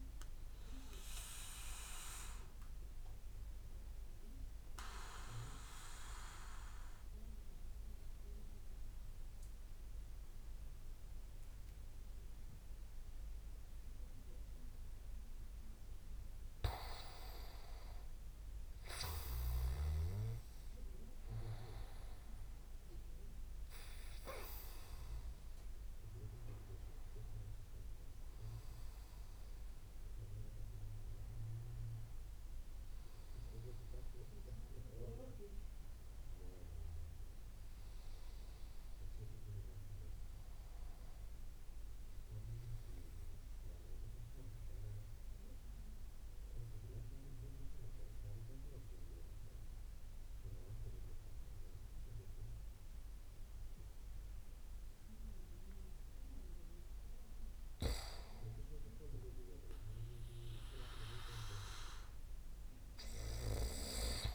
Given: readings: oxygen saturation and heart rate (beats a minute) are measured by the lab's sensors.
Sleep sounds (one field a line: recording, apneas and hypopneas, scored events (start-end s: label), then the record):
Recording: breathing in sleep by a room microphone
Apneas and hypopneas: 2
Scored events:
0.00-4.00 s: oxygen desaturation (device-marked, oxygen 93% lowest)
2.50-16.50 s: obstructive apnea (oxygen 96% before, 91% lowest)
19.00-23.50 s: arousal
26.00-44.00 s: oxygen desaturation (device-marked, oxygen 95% before, 91% lowest)
43.00-58.00 s: mixed apnea (oxygen 95% before, 92% lowest)
60.00-64.00 s: arousal
From the record:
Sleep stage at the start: N2 (light sleep)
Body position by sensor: on the back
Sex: male